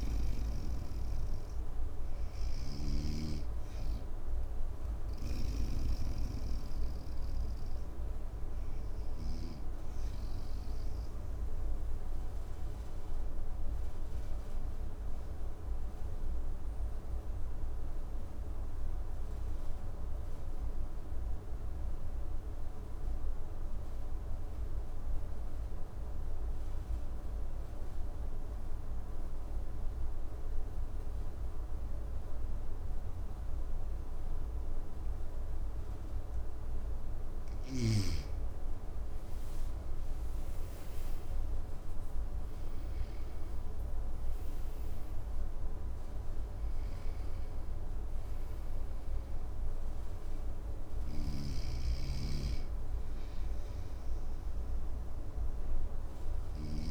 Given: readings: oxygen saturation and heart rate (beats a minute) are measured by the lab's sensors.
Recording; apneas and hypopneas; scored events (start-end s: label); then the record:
breathing in sleep by a room microphone; 1
0.00-5.00 s: snoring (device-marked)
6.00-35.50 s: obstructive apnea (oxygen 99% before, 92% lowest, heart rate 60 before, 55 extreme, up 8 after)
36.50-56.91 s: oxygen desaturation (device-marked, oxygen 98% before, 92% lowest, heart rate 57 before, 55 extreme)
37.50-42.00 s: arousal
50.50-56.50 s: snoring (device-marked)
From the record:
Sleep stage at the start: N2 (light sleep); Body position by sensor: on the right side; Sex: male